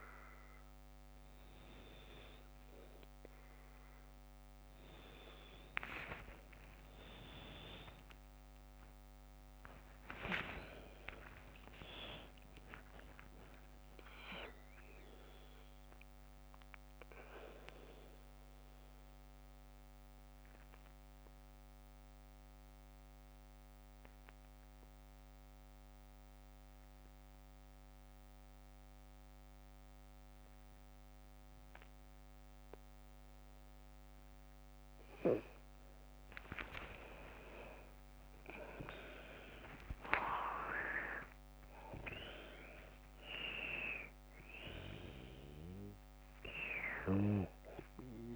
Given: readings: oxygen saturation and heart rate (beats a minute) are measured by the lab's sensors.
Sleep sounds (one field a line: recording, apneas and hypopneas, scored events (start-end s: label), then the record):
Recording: breathing in sleep by a microphone on the trachea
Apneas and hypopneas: 1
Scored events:
0.00-4.00 s: oxygen desaturation (device-marked, oxygen 93% lowest, heart rate 47 extreme)
5.50-9.50 s: arousal
18.50-34.00 s: obstructive apnea (oxygen 100% before, 94% lowest, heart rate 56 before, 46 extreme, up 10 after)
36.00-39.50 s: arousal
39.00-48.35 s: oxygen desaturation (device-marked, oxygen 99% before, 95% lowest, heart rate 51 before, 45 extreme)
From the record:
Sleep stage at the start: N2 (light sleep)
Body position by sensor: on the left side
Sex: female